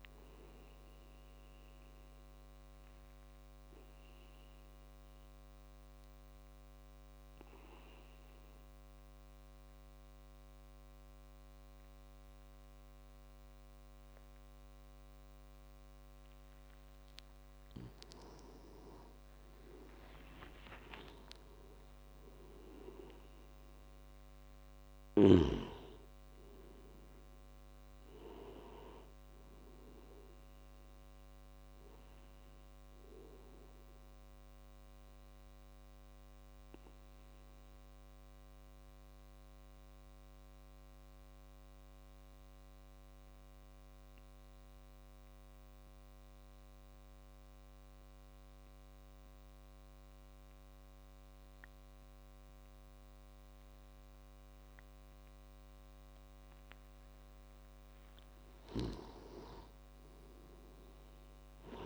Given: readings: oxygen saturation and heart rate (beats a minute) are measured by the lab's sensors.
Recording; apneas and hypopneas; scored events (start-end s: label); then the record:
breathing in sleep by a microphone on the trachea; 2
0.00-12.50 s: oxygen desaturation (device-marked, oxygen 89% lowest)
3.00-17.00 s: obstructive apnea (oxygen 97% before, 89% lowest)
19.00-23.50 s: arousal
24.50-43.50 s: oxygen desaturation (device-marked, oxygen 98% before, 95% lowest)
33.50-57.00 s: obstructive apnea (oxygen 98% before, 90% lowest)
58.50-61.86 s: oxygen desaturation (device-marked, oxygen 98% before, 91% lowest)
59.50-61.86 s: arousal
From the record:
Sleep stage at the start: N2 (light sleep); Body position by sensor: on the back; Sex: male